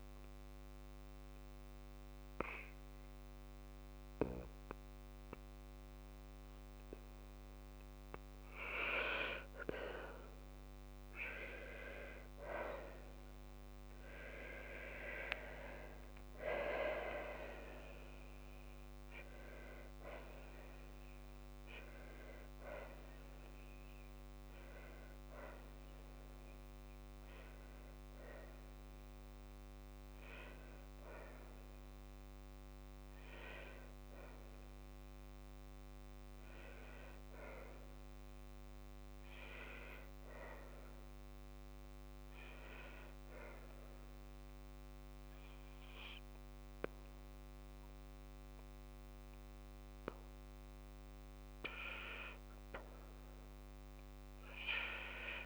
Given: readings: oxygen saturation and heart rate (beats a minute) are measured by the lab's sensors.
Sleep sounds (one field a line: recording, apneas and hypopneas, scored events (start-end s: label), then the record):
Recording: breathing in sleep by a microphone on the trachea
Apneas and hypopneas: none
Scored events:
13.00-17.00 s: arousal
15.50-17.50 s: long interval between heartbeats (device-marked, heart rate 59 before, 70 extreme)
From the record:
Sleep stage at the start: N2 (light sleep)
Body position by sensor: on the back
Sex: female